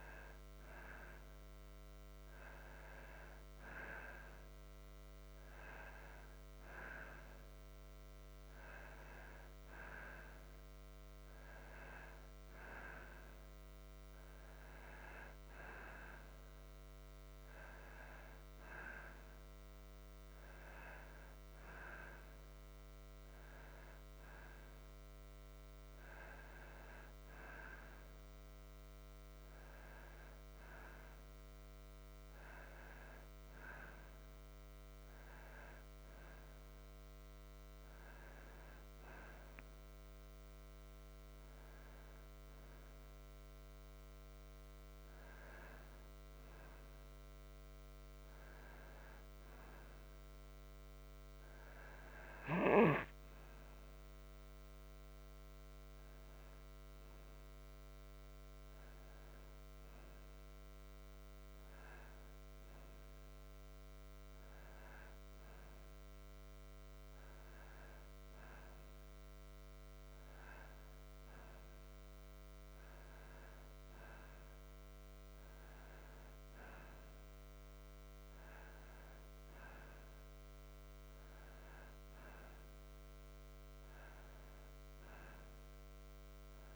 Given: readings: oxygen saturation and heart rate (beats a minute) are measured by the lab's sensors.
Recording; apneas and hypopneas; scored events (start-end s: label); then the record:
breathing in sleep by a microphone on the trachea; none
none scored
From the record:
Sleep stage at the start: N2 (light sleep); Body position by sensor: on the back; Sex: male